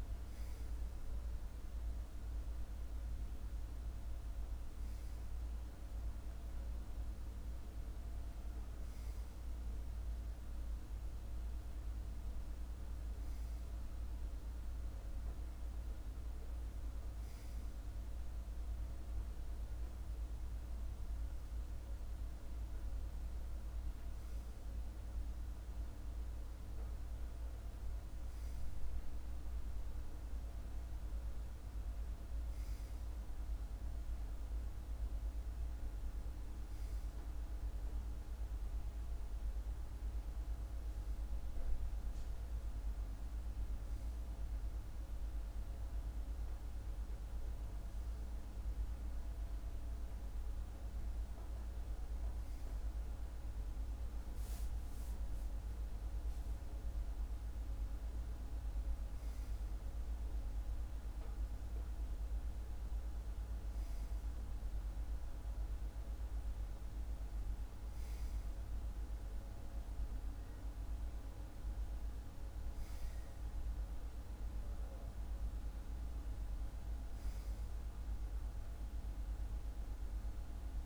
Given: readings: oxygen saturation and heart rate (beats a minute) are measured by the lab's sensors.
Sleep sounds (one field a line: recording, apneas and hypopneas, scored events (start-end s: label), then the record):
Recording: breathing in sleep, hard to hear, by a room microphone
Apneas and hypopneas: none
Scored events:
54.50-58.50 s: arousal
From the record:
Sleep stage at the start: N2 (light sleep)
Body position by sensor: on the left side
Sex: male